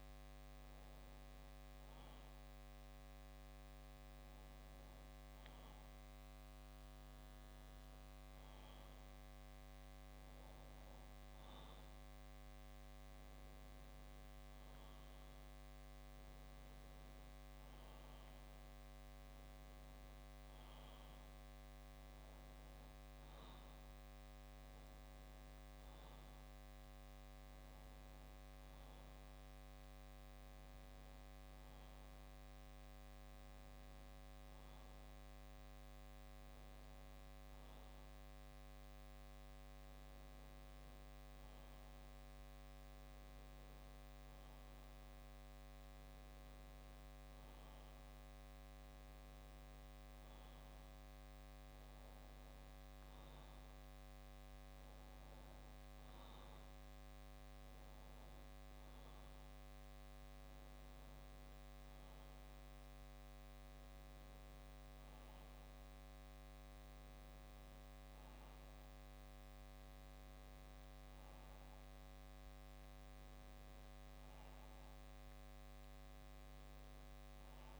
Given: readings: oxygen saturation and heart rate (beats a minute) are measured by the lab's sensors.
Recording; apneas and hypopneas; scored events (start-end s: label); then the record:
breathing in sleep, hard to hear, by a microphone on the trachea; none
none scored
From the record:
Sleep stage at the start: N2 (light sleep); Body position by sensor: on the back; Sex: male